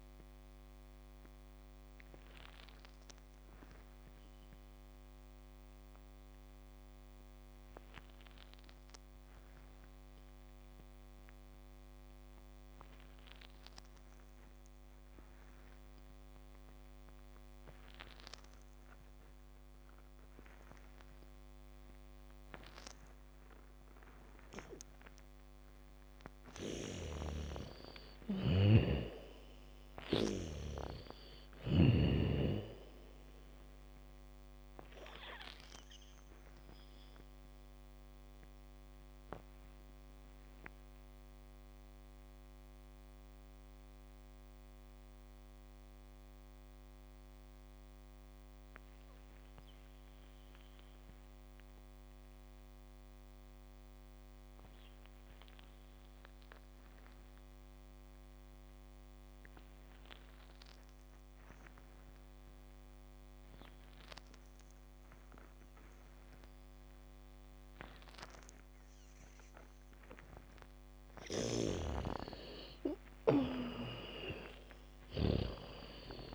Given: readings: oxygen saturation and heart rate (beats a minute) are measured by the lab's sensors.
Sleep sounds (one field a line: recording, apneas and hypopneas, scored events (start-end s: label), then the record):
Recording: breathing in sleep by a microphone on the trachea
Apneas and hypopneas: 2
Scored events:
0.00-16.00 s: oxygen desaturation (device-marked, oxygen 84% lowest, heart rate 47 extreme)
1.00-24.50 s: obstructive apnea (oxygen 97% before, 80% lowest, heart rate 61 before, 47 extreme, up 1 after)
18.00-32.00 s: bradycardia (device-marked, heart rate 69 before, 53 extreme)
24.00-55.00 s: oxygen desaturation (device-marked, oxygen 97% before, 80% lowest, heart rate 72 before, 46 extreme)
26.50-31.00 s: snoring (device-marked)
27.50-32.50 s: arousal
37.50-69.50 s: mixed apnea (oxygen 97% before, 77% lowest, heart rate 58 before, 46 extreme, up 2 after)
57.00-76.35 s: oxygen desaturation (device-marked, oxygen 98% before, 77% lowest, heart rate 79 before, 46 extreme)
60.00-76.00 s: bradycardia (device-marked, heart rate 69 before, 46 extreme)
71.50-75.50 s: snoring (device-marked)
72.00-76.35 s: arousal
From the record:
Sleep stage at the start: N2 (light sleep)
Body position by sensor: on the back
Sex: female